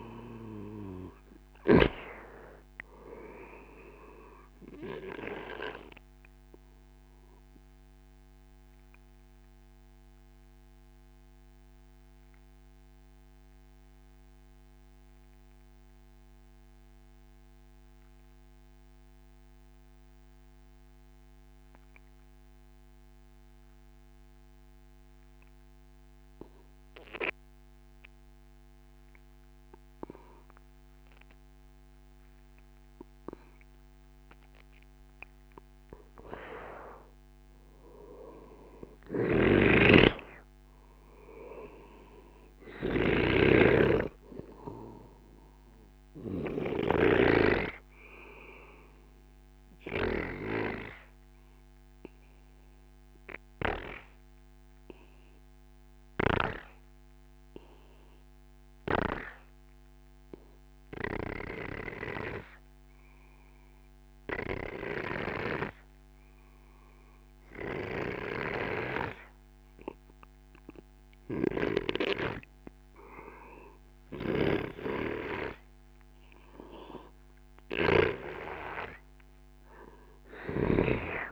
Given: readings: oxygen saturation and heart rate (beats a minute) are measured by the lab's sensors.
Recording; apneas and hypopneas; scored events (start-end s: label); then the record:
breathing in sleep by a microphone on the trachea; 2
0.00-2.50 s: arousal
0.00-8.50 s: oxygen desaturation (device-marked, oxygen 92% lowest, heart rate 66 extreme)
6.50-34.00 s: obstructive apnea (oxygen 97% before, 91% lowest, heart rate 65 before, 66 extreme, up 13 after)
35.50-62.50 s: oxygen desaturation (device-marked, oxygen 97% before, 91% lowest, heart rate 70 before, 58 extreme)
36.50-40.00 s: arousal
39.00-47.00 s: snoring (device-marked)
45.50-76.50 s: obstructive apnea (oxygen 97% before, 91% lowest, heart rate 76 before, 58 extreme, up 0 after)
74.00-81.00 s: snoring (device-marked)
78.50-81.00 s: arousal
From the record:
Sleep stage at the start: N2 (light sleep); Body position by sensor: on the right side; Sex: male